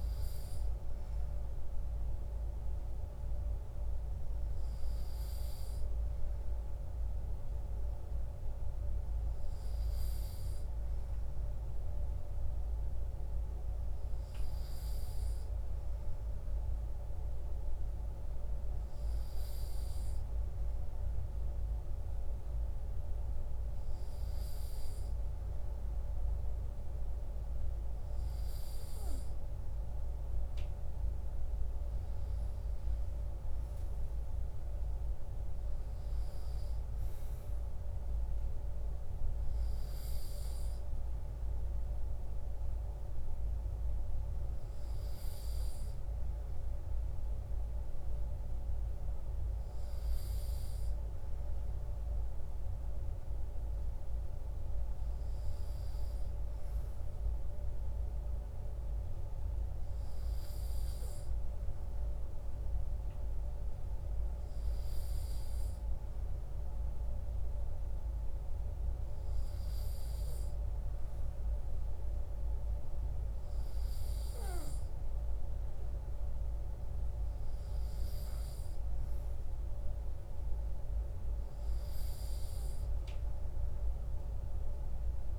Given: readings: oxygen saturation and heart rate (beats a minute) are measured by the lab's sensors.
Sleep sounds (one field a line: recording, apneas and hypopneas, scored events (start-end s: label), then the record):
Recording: breathing in sleep, hard to hear, by a room microphone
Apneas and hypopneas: none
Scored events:
none scored
From the record:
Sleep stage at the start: N2 (light sleep)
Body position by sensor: on the right side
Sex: male